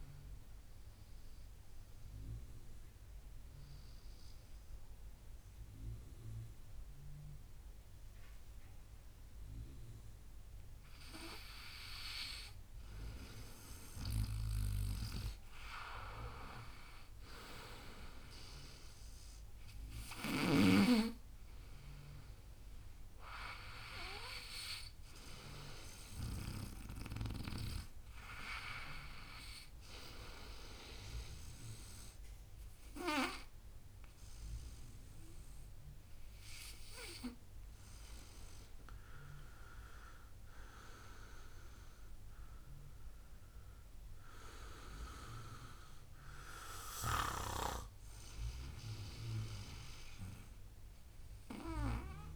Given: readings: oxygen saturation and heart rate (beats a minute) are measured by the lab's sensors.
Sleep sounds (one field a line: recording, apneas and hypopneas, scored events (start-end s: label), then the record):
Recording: breathing in sleep by a room microphone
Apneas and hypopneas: 1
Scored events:
0.00-16.50 s: oxygen desaturation (device-marked, oxygen 77% lowest, heart rate 55 extreme)
0.50-11.50 s: mixed apnea (oxygen 90% before, 77% lowest, heart rate 83 before, 65 extreme, up 1 after)
15.50-19.00 s: arousal
45.00-48.00 s: arousal
From the record:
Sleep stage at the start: N2 (light sleep)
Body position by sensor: on the right side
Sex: male